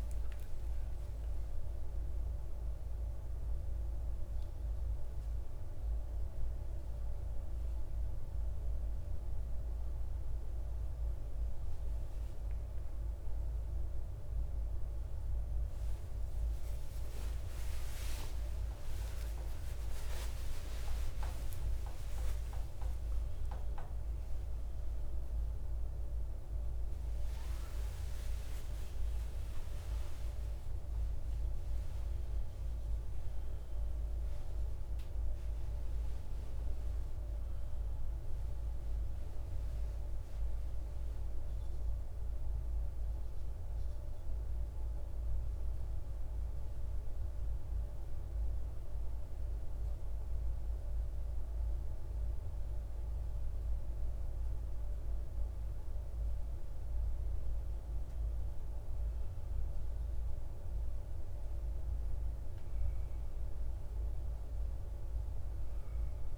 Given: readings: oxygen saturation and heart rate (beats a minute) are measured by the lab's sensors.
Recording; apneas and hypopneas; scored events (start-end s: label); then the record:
a person partly awake in a sleep study, hard to hear, by a room microphone; 1
31.50-61.50 s: new sleep stage, N1 (lightest sleep)
42.50-56.00 s: central apnea (oxygen 98% before, 93% lowest, heart rate 77 before, 53 extreme, up 8 after)
58.50-62.50 s: arousal
61.50-66.38 s: new sleep stage, N2 (light sleep)
64.50-66.38 s: oxygen desaturation (device-marked, oxygen 97% before, 93% lowest, heart rate 56 before, 60 extreme)
From the record:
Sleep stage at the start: awake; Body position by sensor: on the right side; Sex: male